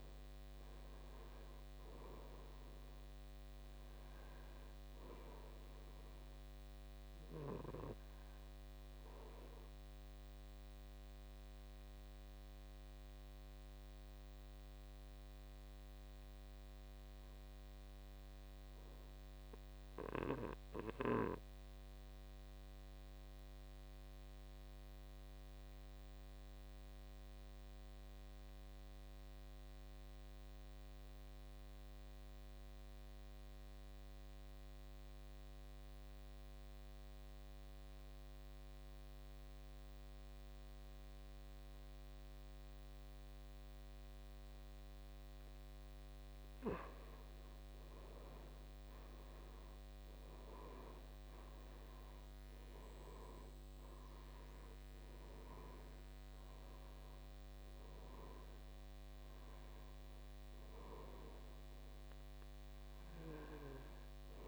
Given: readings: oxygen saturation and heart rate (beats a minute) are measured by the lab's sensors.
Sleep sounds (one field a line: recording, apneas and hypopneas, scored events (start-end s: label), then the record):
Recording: breathing in sleep by a microphone on the trachea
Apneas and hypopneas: 1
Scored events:
0.00-20.50 s: oxygen desaturation (device-marked, oxygen 80% lowest, heart rate 46 extreme)
8.00-46.00 s: obstructive apnea (oxygen 96% before, 78% lowest, heart rate 67 before, 46 extreme, up 11 after)
12.50-14.50 s: long interval between heartbeats (device-marked, heart rate 65 before, 55 extreme)
37.50-64.48 s: oxygen desaturation (device-marked, oxygen 98% before, 78% lowest, heart rate 57 before, 53 extreme)
47.50-51.50 s: arousal
From the record:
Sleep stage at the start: N2 (light sleep)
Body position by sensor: on the back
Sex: male